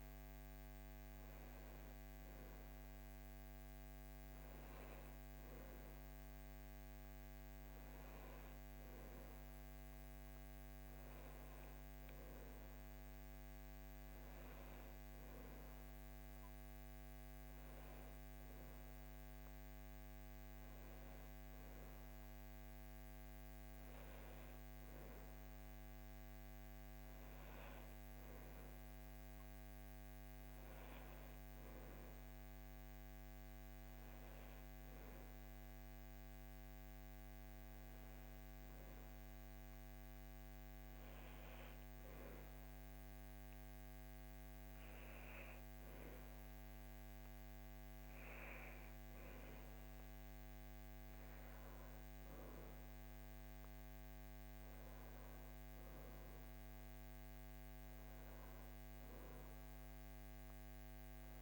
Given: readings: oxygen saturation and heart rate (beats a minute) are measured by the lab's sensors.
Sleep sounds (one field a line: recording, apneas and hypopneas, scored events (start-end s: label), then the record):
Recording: breathing in sleep, hard to hear, by a microphone on the trachea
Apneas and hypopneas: none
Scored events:
none scored
From the record:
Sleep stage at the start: N1 (lightest sleep)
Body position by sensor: on the back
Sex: male